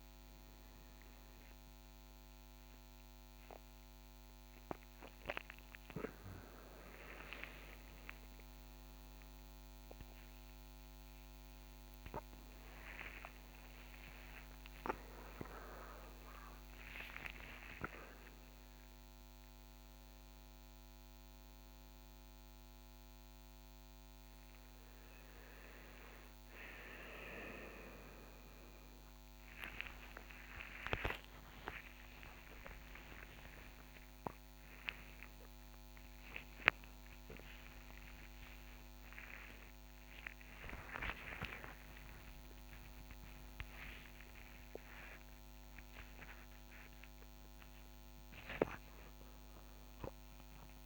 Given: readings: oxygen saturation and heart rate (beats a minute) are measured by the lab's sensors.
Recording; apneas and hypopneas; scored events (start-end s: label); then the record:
a person awake in a sleep study, by a microphone on the trachea; none
none scored
From the record:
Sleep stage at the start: awake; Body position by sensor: on the right side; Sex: male